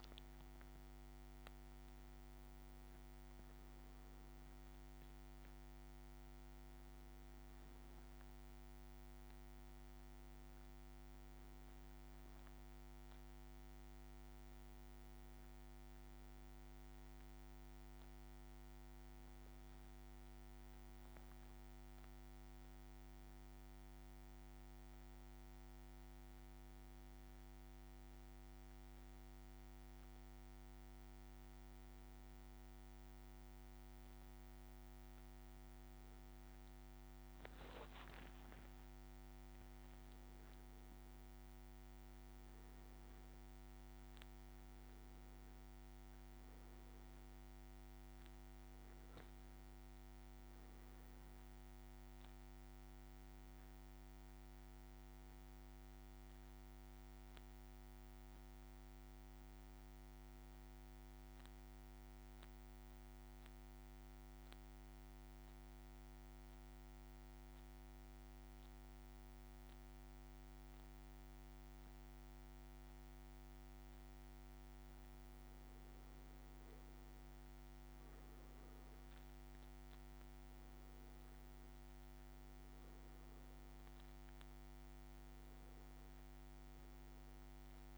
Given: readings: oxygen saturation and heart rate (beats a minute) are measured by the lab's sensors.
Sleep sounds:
breathing in sleep, hard to hear, by a microphone on the trachea; 1
18.50-20.00 s: leg movement (device-marked)
20.50-23.00 s: leg movement (device-marked)
37.00-39.00 s: leg movement (device-marked)
40.50-45.00 s: arousal
61.00-75.00 s: central apnea (oxygen 98% before, 96% lowest, heart rate 59 before, 57 extreme, up 5 after)
77.00-82.00 s: arousal
81.50-87.98 s: oxygen desaturation (device-marked, oxygen 99% before, 96% lowest, heart rate 58 before, 56 extreme)
From the record:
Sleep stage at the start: N2 (light sleep); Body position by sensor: on the back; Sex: male

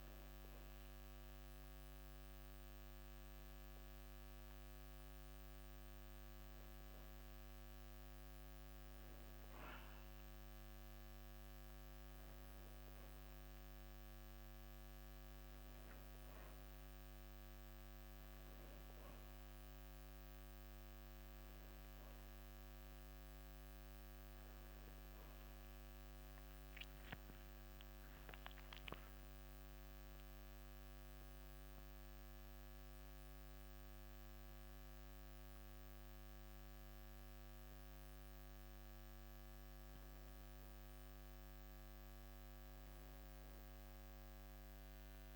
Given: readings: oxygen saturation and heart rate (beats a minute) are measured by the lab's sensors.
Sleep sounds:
breathing in sleep, hard to hear, by a microphone on the trachea; 1
27.50-38.50 s: hypopnea (oxygen 97% before, 95% lowest, heart rate 56 before, 55 extreme, up 23 after)
42.00-45.36 s: arousal
From the record:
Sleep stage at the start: N1 (lightest sleep); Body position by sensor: on the back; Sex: male

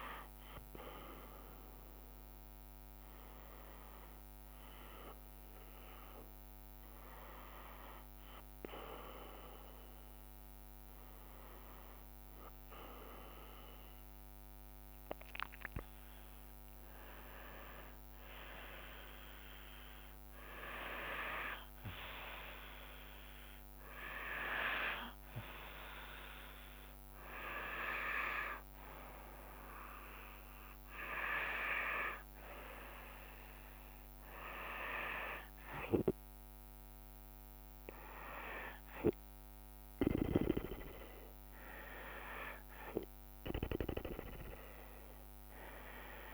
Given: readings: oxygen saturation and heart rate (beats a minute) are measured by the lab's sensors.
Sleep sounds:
breathing in sleep by a microphone on the trachea; none
9.50-20.50 s: drop in pulse transit time (device-marked, heart rate 76 before, 76 extreme)
From the record:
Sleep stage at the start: N2 (light sleep); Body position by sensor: on the back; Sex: female

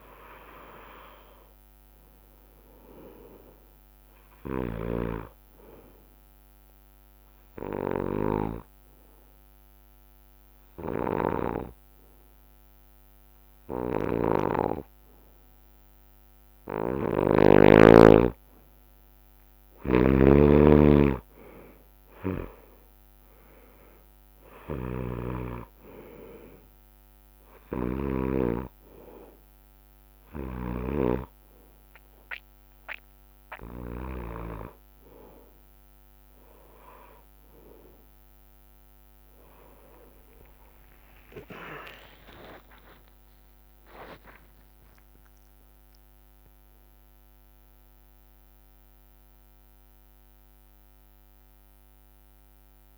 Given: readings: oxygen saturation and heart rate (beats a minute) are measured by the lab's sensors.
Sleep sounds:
breathing in sleep by a microphone on the trachea; 2
0.00-4.00 s: arousal
3.50-19.50 s: bradycardia (device-marked, heart rate 67 before, 55 extreme)
6.50-18.50 s: hypopnea (oxygen 97% before, 91% lowest, heart rate 73 before, 55 extreme, up 13 after)
22.00-25.00 s: arousal
27.00-37.00 s: hypopnea (oxygen 97% before, 91% lowest, heart rate 57 before, 57 extreme, up 15 after)
27.50-50.50 s: oxygen desaturation (device-marked, oxygen 97% before, 91% lowest, heart rate 58 before, 57 extreme)
29.50-31.50 s: bradycardia (device-marked, heart rate 67 before, 63 extreme)
40.50-52.98 s: drop in pulse transit time (device-marked, heart rate 63 before, 59 extreme)
46.50-52.98 s: new sleep stage, awake
49.50-52.98 s: bradycardia (device-marked, heart rate 67 before, 57 extreme)
From the record:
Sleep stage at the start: N2 (light sleep); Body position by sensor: on the back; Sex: male

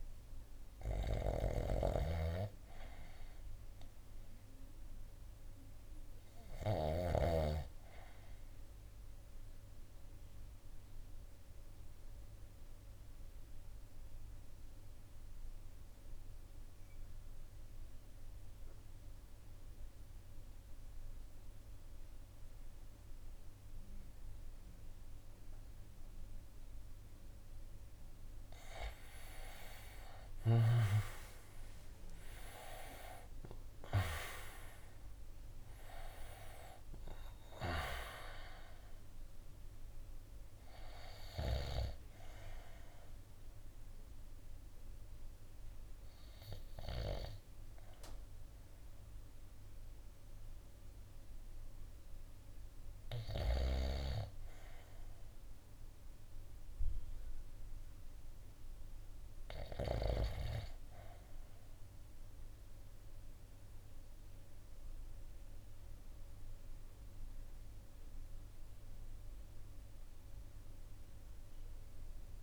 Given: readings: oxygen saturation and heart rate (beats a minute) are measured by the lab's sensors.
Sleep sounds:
breathing in sleep by a room microphone; 2
0.00-1.00 s: arousal
0.00-7.00 s: snoring (device-marked)
10.50-27.00 s: obstructive apnea (oxygen 97% before, 81% lowest, heart rate 55 before, 51 extreme, up 17 after)
18.00-58.00 s: oxygen desaturation (device-marked, oxygen 97% before, 81% lowest, heart rate 55 before, 52 extreme)
29.50-34.50 s: arousal
34.00-46.00 s: drop in pulse transit time (device-marked, heart rate 55 before, 58 extreme)
41.00-53.00 s: obstructive apnea (oxygen 96% before, 81% lowest, heart rate 62 before, 54 extreme, up 1 after)
56.50-61.00 s: arousal
From the record:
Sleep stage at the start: REM sleep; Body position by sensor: on the right side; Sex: male

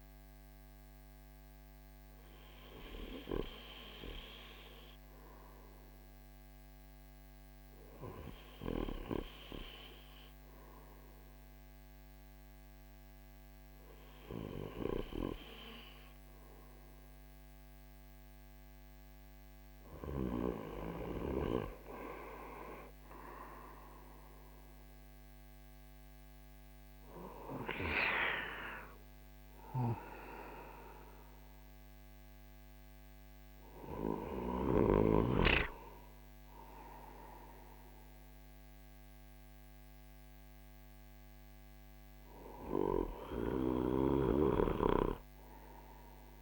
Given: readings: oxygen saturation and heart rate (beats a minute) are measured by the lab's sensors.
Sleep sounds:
breathing in sleep by a microphone on the trachea; none
28.50-34.50 s: snoring (device-marked)
From the record:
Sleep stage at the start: REM sleep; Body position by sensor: on the right side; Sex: male

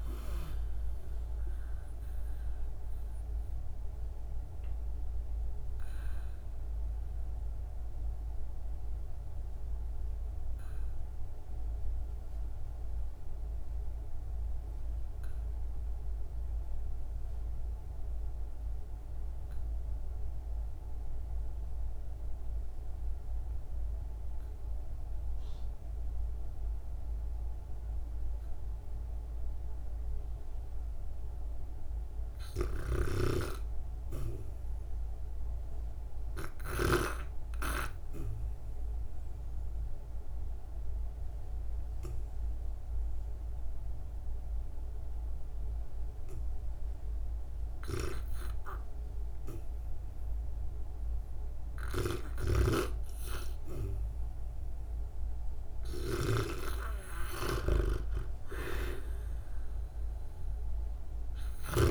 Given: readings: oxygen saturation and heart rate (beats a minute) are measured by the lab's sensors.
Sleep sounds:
breathing in sleep by a room microphone; 2
0.00-10.00 s: oxygen desaturation (device-marked, oxygen 80% lowest, heart rate 51 extreme)
1.50-31.00 s: obstructive apnea (oxygen 94% before, 78% lowest, heart rate 70 before, 51 extreme, up 5 after)
24.00-54.00 s: oxygen desaturation (device-marked, oxygen 99% before, 78% lowest, heart rate 64 before, 51 extreme)
32.50-35.50 s: arousal
38.50-49.50 s: obstructive apnea (oxygen 99% before, 78% lowest, heart rate 56 before, 58 extreme, up 6 after)
52.00-61.91 s: snoring (device-marked)
53.00-57.00 s: arousal
From the record:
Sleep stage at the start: REM sleep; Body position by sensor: on the back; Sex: female

